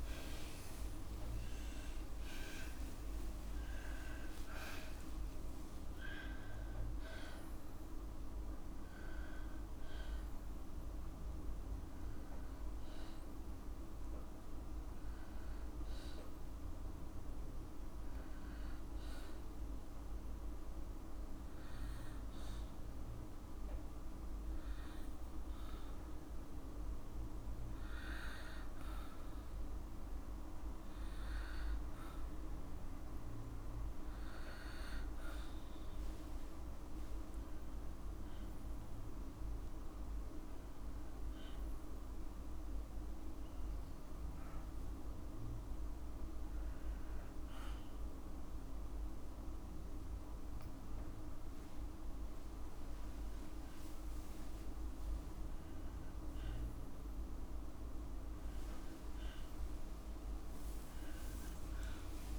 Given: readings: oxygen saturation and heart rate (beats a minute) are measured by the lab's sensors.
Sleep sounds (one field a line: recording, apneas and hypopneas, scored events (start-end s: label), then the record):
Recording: breathing in sleep, hard to hear, by a room microphone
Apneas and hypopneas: 1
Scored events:
0.00-3.00 s: arousal
1.50-3.50 s: long interval between heartbeats (device-marked, heart rate 54 before, 77 extreme)
4.00-6.00 s: long interval between heartbeats (device-marked, heart rate 56 before, 82 extreme)
6.50-16.50 s: oxygen desaturation (device-marked, oxygen 96% before, 93% lowest)
17.00-29.50 s: obstructive apnea (oxygen 96% before, 93% lowest, heart rate 62 before, 55 extreme, up 20 after)
17.50-19.50 s: long interval between heartbeats (device-marked, heart rate 60 before, 27 extreme)
21.00-23.00 s: long interval between heartbeats (device-marked, heart rate 58 before, 72 extreme)
23.50-25.50 s: long interval between heartbeats (device-marked, heart rate 58 before, 74 extreme)
27.00-29.00 s: long interval between heartbeats (device-marked, heart rate 57 before, 74 extreme)
27.50-40.50 s: oxygen desaturation (device-marked, oxygen 97% before, 93% lowest, heart rate 57 before, 55 extreme)
28.50-58.50 s: new sleep stage, N2 (light sleep)
31.00-33.00 s: long interval between heartbeats (device-marked, heart rate 56 before, 83 extreme)
34.50-36.50 s: long interval between heartbeats (device-marked, heart rate 64 before, 93 extreme)
36.50-39.50 s: arousal
39.00-41.00 s: long interval between heartbeats (device-marked, heart rate 78 before, 86 extreme)
42.00-44.00 s: long interval between heartbeats (device-marked, heart rate 82 before, 86 extreme)
55.50-57.50 s: long interval between heartbeats (device-marked, heart rate 74 before, 67 extreme)
58.50-62.39 s: new sleep stage, N1 (lightest sleep)
61.00-62.39 s: long interval between heartbeats (device-marked, heart rate 68 before, 72 extreme)
From the record:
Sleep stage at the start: N1 (lightest sleep)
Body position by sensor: on the left side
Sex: female